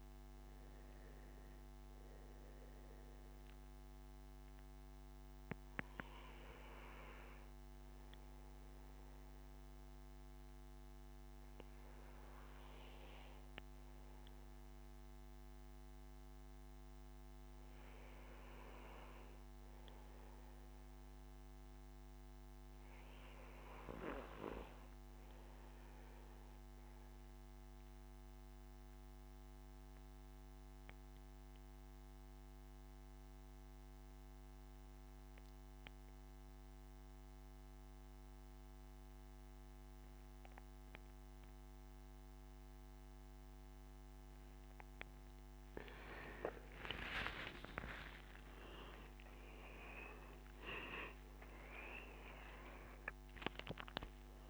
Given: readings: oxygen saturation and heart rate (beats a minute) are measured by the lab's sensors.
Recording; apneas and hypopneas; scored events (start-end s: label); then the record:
breathing in sleep by a microphone on the trachea; 1
0.00-8.50 s: oxygen desaturation (device-marked, oxygen 92% lowest, heart rate 68 extreme)
3.50-44.50 s: obstructive apnea (oxygen 97% before, 90% lowest, heart rate 78 before, 66 extreme, up 20 after)
34.50-54.50 s: oxygen desaturation (device-marked, oxygen 97% before, 90% lowest, heart rate 75 before, 66 extreme)
47.00-50.50 s: arousal
From the record:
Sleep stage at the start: N2 (light sleep); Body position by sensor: on the back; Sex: male